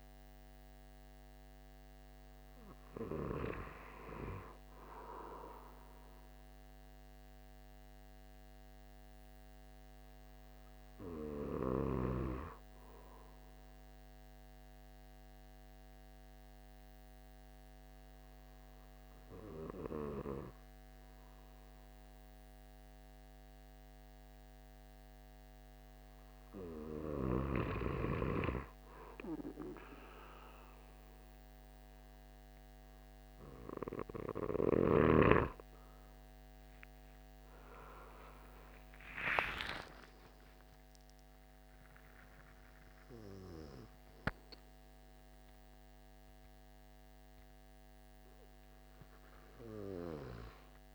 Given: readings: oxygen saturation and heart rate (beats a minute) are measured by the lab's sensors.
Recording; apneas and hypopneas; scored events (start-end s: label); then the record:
breathing in sleep by a microphone on the trachea; 1
13.50-27.50 s: obstructive apnea (oxygen 96% before, 93% lowest)
33.50-50.95 s: oxygen desaturation (device-marked, oxygen 97% before, 93% lowest)
38.00-42.50 s: arousal
From the record:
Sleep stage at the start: N2 (light sleep); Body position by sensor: on the back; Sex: male